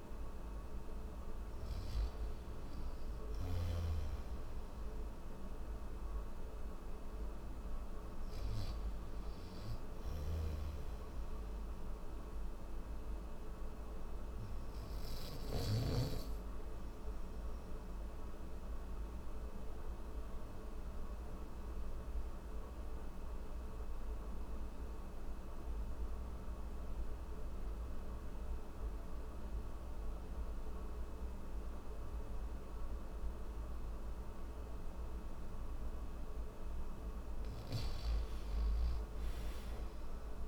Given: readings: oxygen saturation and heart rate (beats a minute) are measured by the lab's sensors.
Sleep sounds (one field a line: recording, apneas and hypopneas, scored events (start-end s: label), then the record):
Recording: breathing in sleep, hard to hear, by a room microphone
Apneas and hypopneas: none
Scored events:
9.50-15.50 s: snoring (device-marked)
38.00-40.48 s: snoring (device-marked)
From the record:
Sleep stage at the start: N1 (lightest sleep)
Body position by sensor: on the back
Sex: male